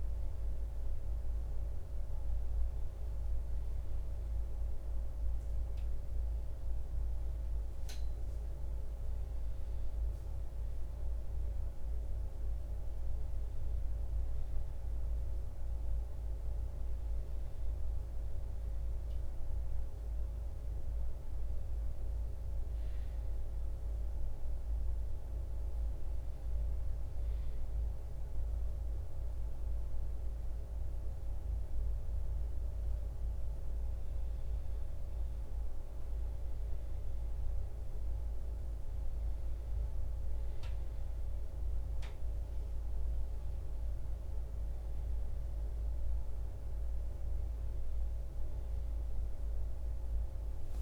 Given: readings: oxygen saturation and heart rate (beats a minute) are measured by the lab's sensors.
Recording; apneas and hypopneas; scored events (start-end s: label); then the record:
breathing in sleep, hard to hear, by a room microphone; 1
23.50-34.50 s: hypopnea (oxygen 95% before, 91% lowest, heart rate 59 before, 58 extreme, up 6 after)
37.00-40.50 s: arousal
From the record:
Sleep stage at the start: N1 (lightest sleep); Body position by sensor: on the back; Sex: male